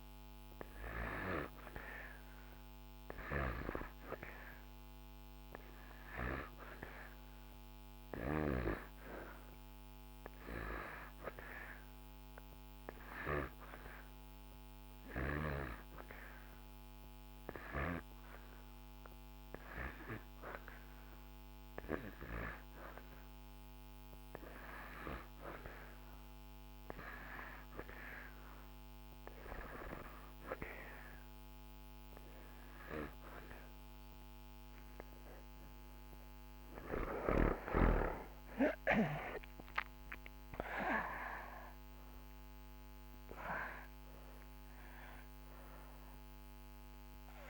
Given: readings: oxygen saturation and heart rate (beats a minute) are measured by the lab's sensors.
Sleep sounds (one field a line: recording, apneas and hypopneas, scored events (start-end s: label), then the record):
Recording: a person awake in a sleep study, by a microphone on the trachea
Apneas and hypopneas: 1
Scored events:
3.50-25.50 s: oxygen desaturation (device-marked, oxygen 91% before, 87% lowest)
13.50-24.50 s: hypopnea (oxygen 91% before, 87% lowest)
22.50-47.50 s: new sleep stage, awake
From the record:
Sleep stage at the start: N1 (lightest sleep)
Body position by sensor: on the back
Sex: male